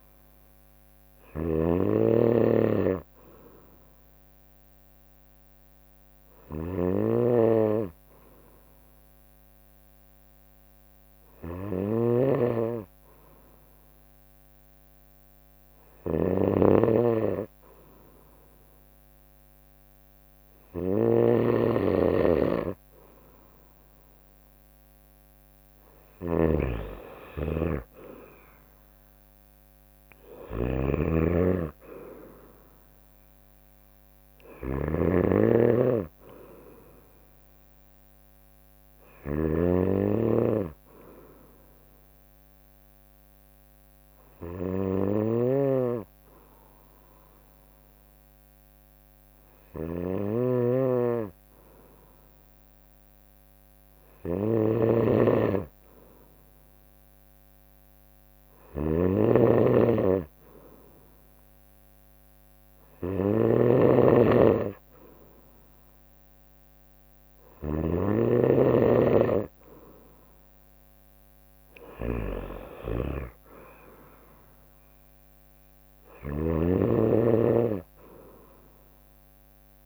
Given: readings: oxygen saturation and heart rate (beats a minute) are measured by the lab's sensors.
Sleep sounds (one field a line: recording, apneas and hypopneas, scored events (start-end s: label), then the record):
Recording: breathing in sleep by a microphone on the trachea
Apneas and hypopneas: 2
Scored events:
0.00-6.00 s: bradycardia (device-marked, heart rate 64 before, 58 extreme)
0.00-79.86 s: snoring (device-marked)
7.00-21.50 s: hypopnea (oxygen 96% before, 94% lowest, heart rate 62 before, 57 extreme, up 2 after)
20.00-37.00 s: drop in pulse transit time (device-marked, heart rate 61 before, 59 extreme)
22.00-25.50 s: arousal
33.00-41.00 s: bradycardia (device-marked, heart rate 64 before, 57 extreme)
40.00-52.50 s: obstructive apnea (oxygen 96% before, 94% lowest, heart rate 62 before, 61 extreme, up 1 after)
56.50-60.50 s: arousal
From the record:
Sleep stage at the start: N2 (light sleep)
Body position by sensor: on the right side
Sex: female